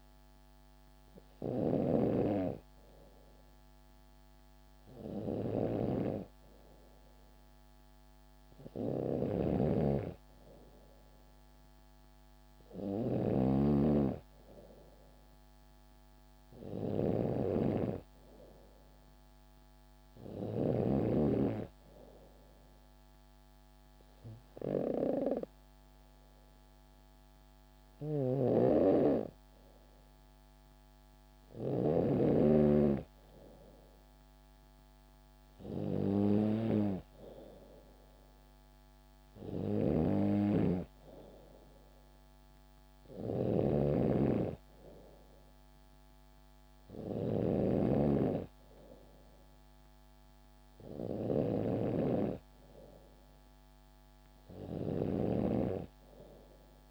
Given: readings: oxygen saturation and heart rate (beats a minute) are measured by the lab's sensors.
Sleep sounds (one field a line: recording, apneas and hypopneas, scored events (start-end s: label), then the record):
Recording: breathing in sleep by a microphone on the trachea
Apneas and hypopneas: none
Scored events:
1.00-20.50 s: snoring (device-marked)
27.50-31.50 s: snoring (device-marked)
39.00-56.91 s: snoring (device-marked)
50.00-52.00 s: bradycardia (device-marked, heart rate 69 before, 68 extreme)
From the record:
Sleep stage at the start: N3 (deep sleep)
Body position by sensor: on the back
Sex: female